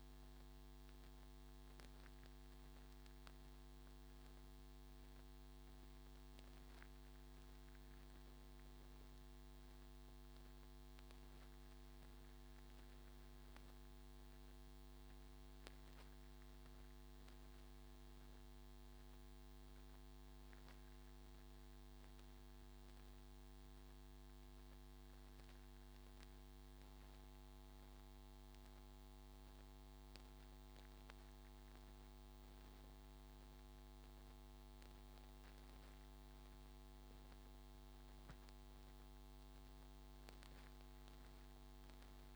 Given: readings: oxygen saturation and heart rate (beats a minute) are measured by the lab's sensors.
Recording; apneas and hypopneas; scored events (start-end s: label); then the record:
breathing in sleep, hard to hear, by a microphone on the trachea; none
none scored
From the record:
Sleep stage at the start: N2 (light sleep); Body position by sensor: on the front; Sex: male